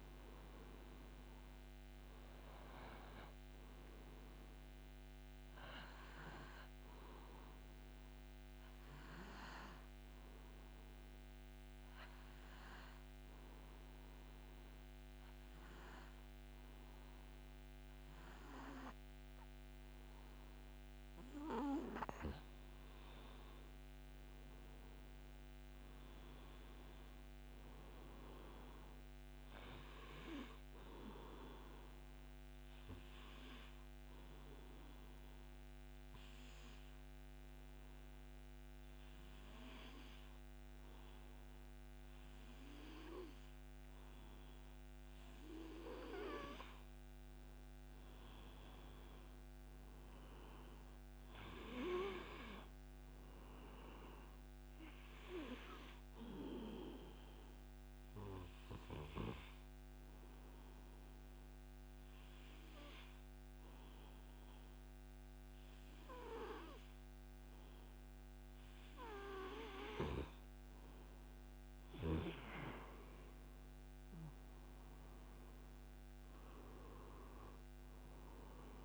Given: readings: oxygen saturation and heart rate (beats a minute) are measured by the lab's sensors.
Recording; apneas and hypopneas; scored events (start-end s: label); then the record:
breathing in sleep by a microphone on the trachea; 3
0.00-1.50 s: arousal
0.00-20.50 s: oxygen desaturation (device-marked, oxygen 90% lowest)
6.50-21.50 s: obstructive apnea (oxygen 96% before, 90% lowest)
23.00-26.50 s: arousal
31.50-45.50 s: oxygen desaturation (device-marked, oxygen 98% before, 92% lowest)
32.00-45.50 s: obstructive apnea (oxygen 98% before, 90% lowest)
46.50-49.50 s: arousal
50.50-69.50 s: oxygen desaturation (device-marked, oxygen 97% before, 91% lowest)
57.00-69.50 s: central apnea (oxygen 97% before, 90% lowest)
71.00-74.00 s: arousal
75.50-78.85 s: oxygen desaturation (device-marked, oxygen 97% before, 90% lowest)
From the record:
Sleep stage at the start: N2 (light sleep); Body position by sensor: on the back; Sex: male